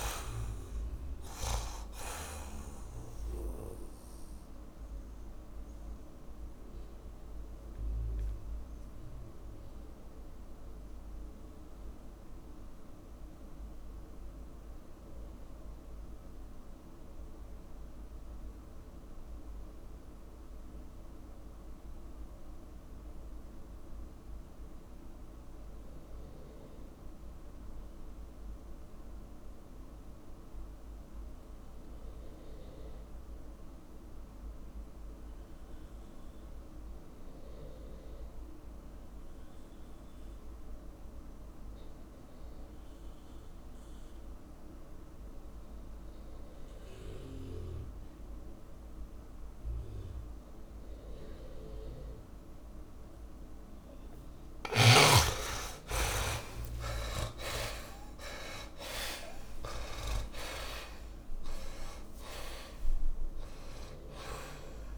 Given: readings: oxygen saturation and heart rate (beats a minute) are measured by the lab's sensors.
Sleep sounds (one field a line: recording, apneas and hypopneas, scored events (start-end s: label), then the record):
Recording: breathing in sleep by a room microphone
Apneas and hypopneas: 1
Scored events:
0.00-22.50 s: oxygen desaturation (device-marked, oxygen 71% lowest, heart rate 77 extreme)
4.50-64.98 s: tachycardia (device-marked)
5.50-54.00 s: mixed apnea (oxygen 100% before, 64% lowest, heart rate 127 before, 119 extreme)
29.50-64.98 s: oxygen desaturation (device-marked, oxygen 100% before, 64% lowest, heart rate 133 before, 136 extreme)
55.50-61.00 s: arousal
From the record:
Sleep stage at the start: REM sleep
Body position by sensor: on the back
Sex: male